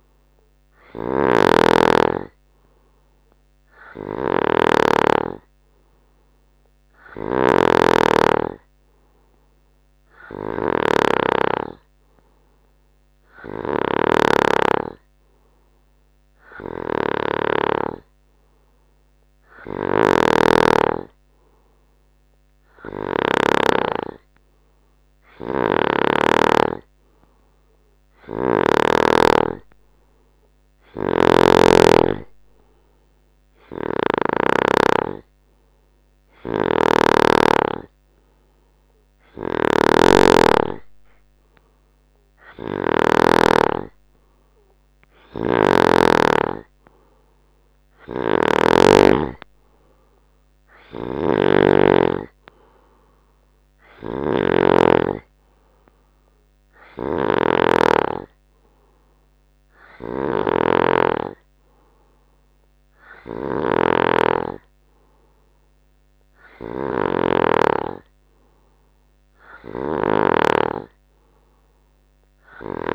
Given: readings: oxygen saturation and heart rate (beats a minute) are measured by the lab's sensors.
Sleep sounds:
breathing in sleep by a microphone on the trachea; none
0.00-24.00 s: snoring (device-marked)
31.00-34.50 s: snoring (device-marked)
36.50-43.50 s: snoring (device-marked)
45.50-49.00 s: snoring (device-marked)
51.00-72.95 s: snoring (device-marked)
From the record:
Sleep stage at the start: N2 (light sleep); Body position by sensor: on the right side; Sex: male

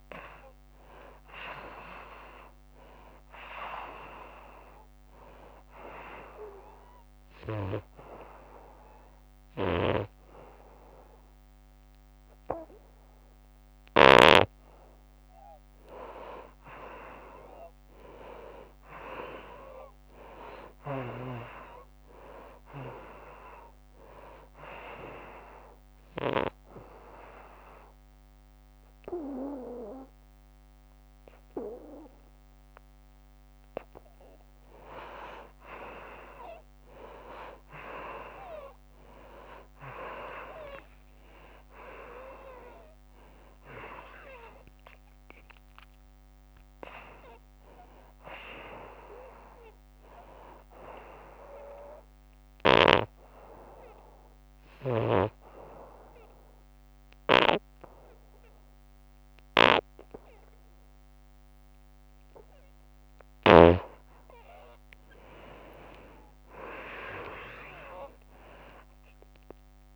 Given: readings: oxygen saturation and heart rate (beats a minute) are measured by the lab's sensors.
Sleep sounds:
breathing in sleep by a microphone on the trachea; 3
0.00-10.50 s: oxygen desaturation (device-marked, oxygen 82% lowest, heart rate 77 extreme)
5.00-16.00 s: obstructive apnea (oxygen 95% before, 83% lowest, heart rate 90 before, 75 extreme, up 10 after)
9.50-14.00 s: snoring (device-marked)
18.00-21.50 s: arousal
19.50-32.50 s: oxygen desaturation (device-marked, oxygen 95% before, 84% lowest, heart rate 90 before, 75 extreme)
24.00-35.00 s: obstructive apnea (oxygen 95% before, 82% lowest, heart rate 86 before, 75 extreme, up 32 after)
39.50-51.50 s: oxygen desaturation (device-marked, oxygen 94% before, 83% lowest, heart rate 85 before, 69 extreme)
40.50-45.50 s: arousal
50.50-61.50 s: obstructive apnea (oxygen 94% before, 79% lowest, heart rate 93 before, 69 extreme)
52.50-63.50 s: snoring (device-marked)
57.50-69.95 s: oxygen desaturation (device-marked, oxygen 95% before, 82% lowest, heart rate 95 before, 69 extreme)
65.00-69.95 s: arousal
From the record:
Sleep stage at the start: N2 (light sleep); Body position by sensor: on the back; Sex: female

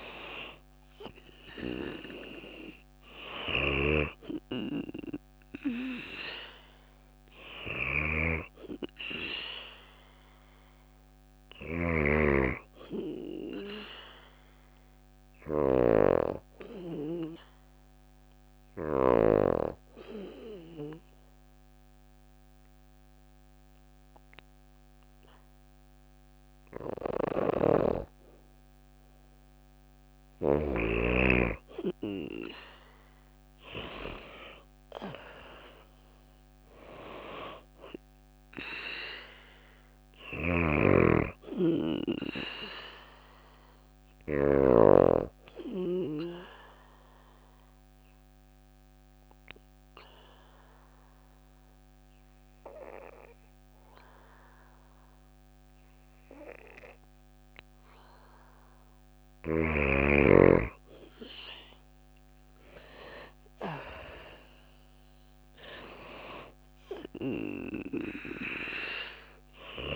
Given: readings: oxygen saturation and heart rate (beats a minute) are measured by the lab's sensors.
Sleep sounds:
breathing in sleep by a microphone on the trachea; 2
0.00-2.00 s: arousal
2.00-23.00 s: oxygen desaturation (device-marked, oxygen 97% before, 93% lowest, heart rate 55 before, 54 extreme)
2.50-18.50 s: snoring (device-marked)
13.50-26.50 s: hypopnea (oxygen 97% before, 92% lowest, heart rate 56 before, 54 extreme, up 4 after)
33.00-37.50 s: arousal
37.00-58.00 s: oxygen desaturation (device-marked, oxygen 97% before, 93% lowest, heart rate 56 before, 53 extreme)
39.50-44.00 s: snoring (device-marked)
44.50-57.50 s: obstructive apnea (oxygen 97% before, 91% lowest, heart rate 57 before, 53 extreme, up 6 after)
60.50-65.50 s: arousal
65.00-69.96 s: oxygen desaturation (device-marked, oxygen 97% before, 92% lowest, heart rate 55 before, 53 extreme)
From the record:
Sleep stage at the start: N2 (light sleep); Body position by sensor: on the back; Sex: female

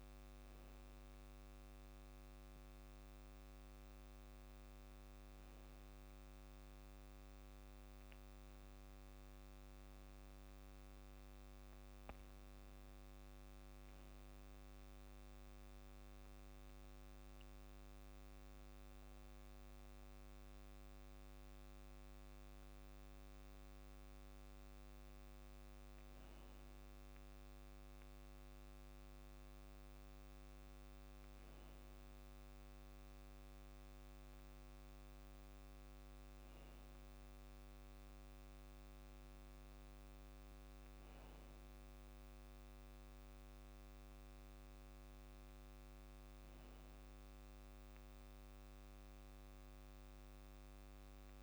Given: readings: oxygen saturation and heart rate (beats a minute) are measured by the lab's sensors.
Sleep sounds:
breathing in sleep, hard to hear, by a microphone on the trachea; 1
15.00-25.50 s: central apnea (oxygen 96% before, 94% lowest, heart rate 60 before, 59 extreme)
28.00-32.00 s: arousal
From the record:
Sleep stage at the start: REM sleep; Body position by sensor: on the back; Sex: male

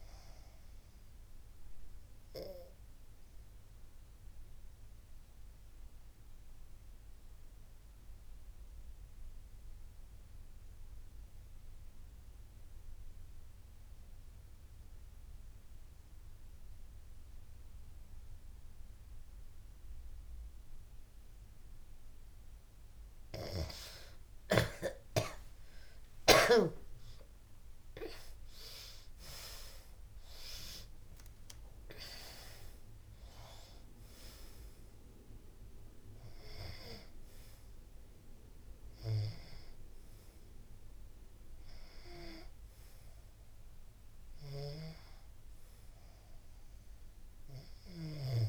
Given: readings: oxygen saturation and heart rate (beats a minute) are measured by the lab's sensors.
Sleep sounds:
breathing in sleep by a room microphone; 1
0.50-20.50 s: obstructive apnea (oxygen 94% before, 78% lowest, heart rate 81 before, 70 extreme, up 10 after)
22.00-44.00 s: oxygen desaturation (device-marked, oxygen 94% before, 78% lowest, heart rate 73 before, 69 extreme)
23.00-27.50 s: arousal
46.50-48.49 s: arousal
From the record:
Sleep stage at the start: REM sleep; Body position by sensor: on the back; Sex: female

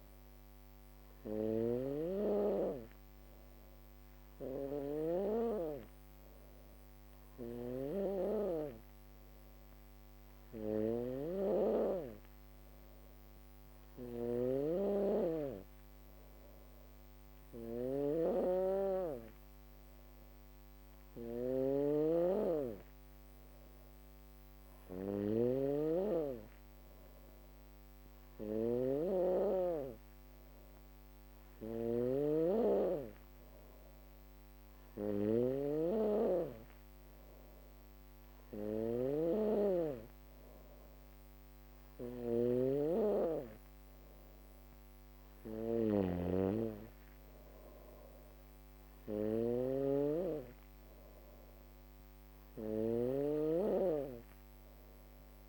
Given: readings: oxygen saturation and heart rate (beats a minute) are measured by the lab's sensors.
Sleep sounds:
breathing in sleep by a microphone on the trachea; none
0.00-55.49 s: snoring (device-marked)
17.50-31.50 s: drop in pulse transit time (device-marked, heart rate 66 before, 65 extreme)
From the record:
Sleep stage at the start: N2 (light sleep); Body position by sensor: on the back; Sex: female

